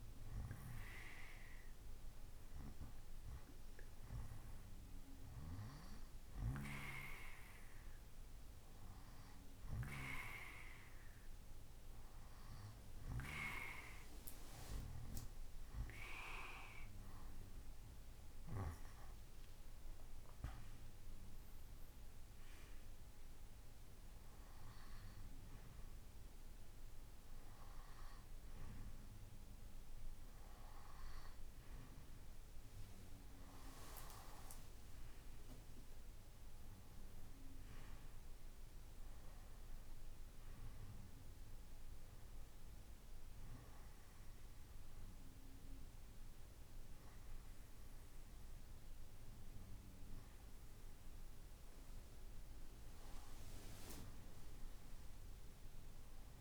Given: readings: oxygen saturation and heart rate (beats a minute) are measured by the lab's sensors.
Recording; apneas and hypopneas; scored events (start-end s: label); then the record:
breathing in sleep by a room microphone; none
none scored
From the record:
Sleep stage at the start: N2 (light sleep); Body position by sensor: on the right side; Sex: male